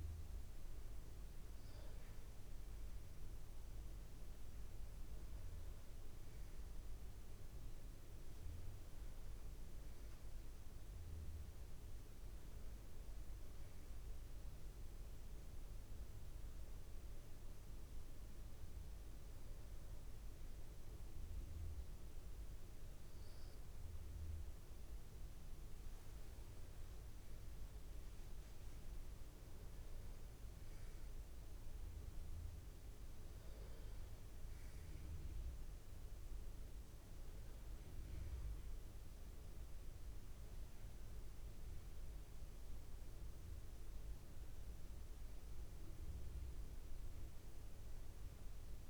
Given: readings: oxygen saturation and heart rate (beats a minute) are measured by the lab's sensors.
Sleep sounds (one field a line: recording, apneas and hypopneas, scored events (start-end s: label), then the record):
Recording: breathing in sleep, hard to hear, by a room microphone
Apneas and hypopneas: none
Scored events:
none scored
From the record:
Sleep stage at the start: N2 (light sleep)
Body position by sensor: on the back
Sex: male